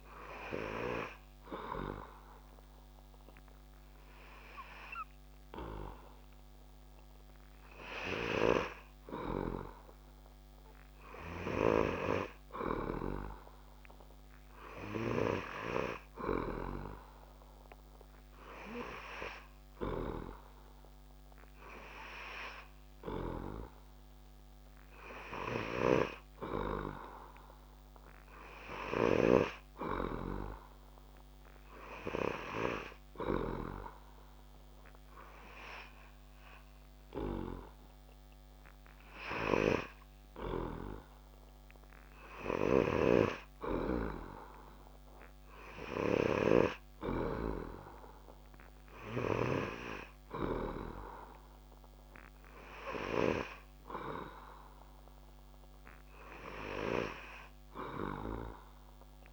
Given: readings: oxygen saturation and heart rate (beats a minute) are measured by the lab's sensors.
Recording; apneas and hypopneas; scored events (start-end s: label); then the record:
breathing in sleep by a microphone on the trachea; none
none scored
From the record:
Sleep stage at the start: N3 (deep sleep); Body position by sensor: on the back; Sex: male